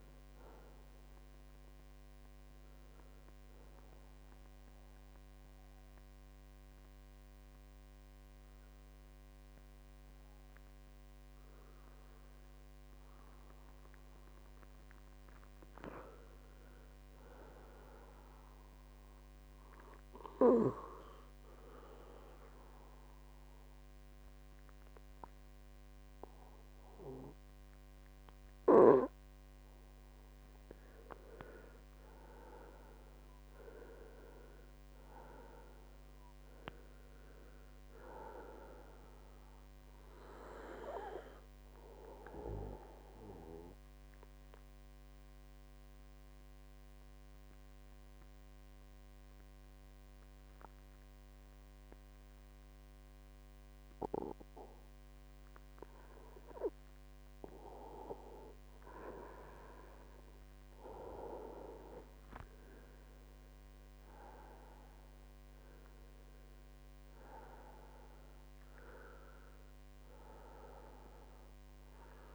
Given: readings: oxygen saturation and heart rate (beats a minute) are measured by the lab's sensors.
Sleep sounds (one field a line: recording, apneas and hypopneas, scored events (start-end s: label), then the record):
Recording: breathing in sleep by a microphone on the trachea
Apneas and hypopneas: 1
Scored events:
0.00-18.00 s: oxygen desaturation (device-marked, oxygen 69% lowest, heart rate 63 extreme)
21.00-26.00 s: arousal
38.50-40.50 s: long interval between heartbeats (device-marked, heart rate 75 before, 79 extreme)
43.50-56.50 s: mixed apnea (oxygen 99% before, 93% lowest, heart rate 76 before, 67 extreme, up 8 after)
58.00-60.50 s: arousal
70.00-72.35 s: oxygen desaturation (device-marked, oxygen 97% before, 93% lowest, heart rate 71 before, 58 extreme)
From the record:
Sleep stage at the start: N2 (light sleep)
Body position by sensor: on the right side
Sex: male